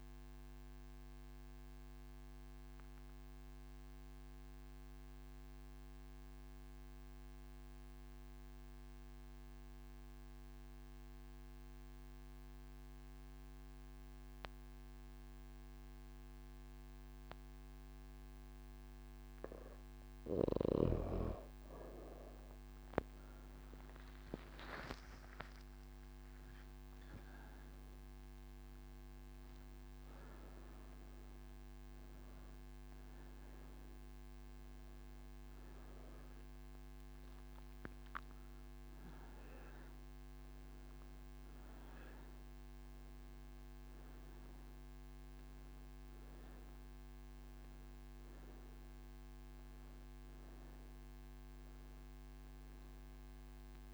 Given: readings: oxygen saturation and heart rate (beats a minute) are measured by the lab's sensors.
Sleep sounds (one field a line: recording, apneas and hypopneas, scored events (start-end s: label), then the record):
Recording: breathing in sleep by a microphone on the trachea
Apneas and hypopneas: none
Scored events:
20.00-53.94 s: new sleep stage, N1 (lightest sleep)
From the record:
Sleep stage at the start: N3 (deep sleep)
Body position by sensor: on the right side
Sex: female